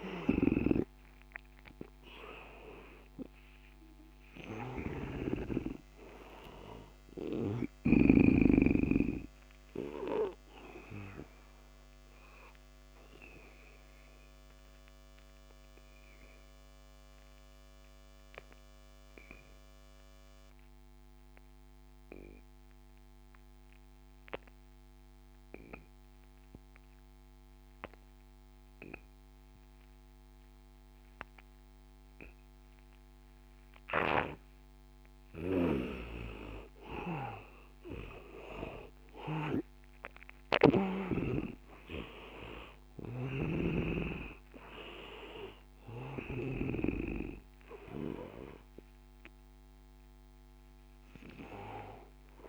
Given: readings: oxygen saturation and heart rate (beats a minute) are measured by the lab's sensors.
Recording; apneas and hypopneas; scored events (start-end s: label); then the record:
breathing in sleep by a microphone on the trachea; 1
0.00-3.50 s: arousal
0.00-8.00 s: snoring (device-marked)
0.00-22.00 s: oxygen desaturation (device-marked, oxygen 81% lowest, heart rate 78 extreme)
12.00-35.00 s: obstructive apnea (oxygen 99% before, 81% lowest, heart rate 88 before, 84 extreme, up 9 after)
33.00-52.49 s: oxygen desaturation (device-marked, oxygen 99% before, 84% lowest, heart rate 88 before, 90 extreme)
35.50-41.00 s: snoring (device-marked)
43.00-46.50 s: snoring (device-marked)
44.00-52.49 s: new sleep stage, awake
From the record:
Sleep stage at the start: N2 (light sleep); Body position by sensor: on the back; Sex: male